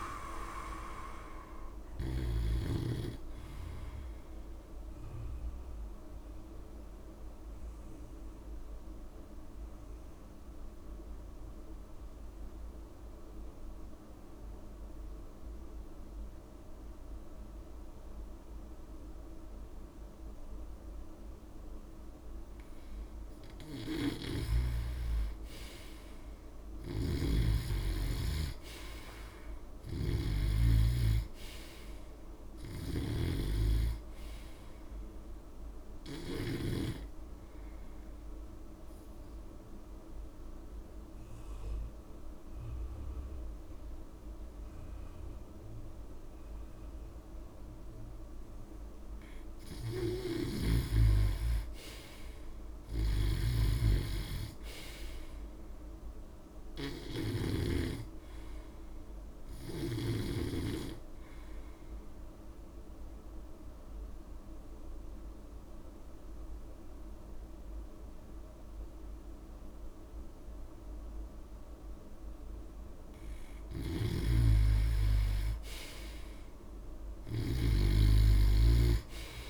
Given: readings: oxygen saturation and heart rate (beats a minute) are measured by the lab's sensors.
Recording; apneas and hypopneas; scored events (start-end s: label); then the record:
breathing in sleep by a room microphone; 3
0.00-22.50 s: oxygen desaturation (device-marked, oxygen 88% lowest)
5.50-22.50 s: obstructive apnea (oxygen 97% before, 88% lowest)
24.00-37.00 s: snoring (device-marked)
27.50-30.00 s: arousal
31.50-46.50 s: oxygen desaturation (device-marked, oxygen 98% before, 90% lowest)
38.00-49.50 s: obstructive apnea (oxygen 98% before, 90% lowest)
50.50-57.50 s: snoring (device-marked)
52.00-55.00 s: arousal
54.50-74.50 s: oxygen desaturation (device-marked, oxygen 96% before, 90% lowest)
62.00-73.00 s: obstructive apnea (oxygen 96% before, 89% lowest)
74.00-79.50 s: snoring (device-marked)
77.00-79.50 s: arousal
From the record:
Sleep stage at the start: N2 (light sleep); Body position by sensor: on the back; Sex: male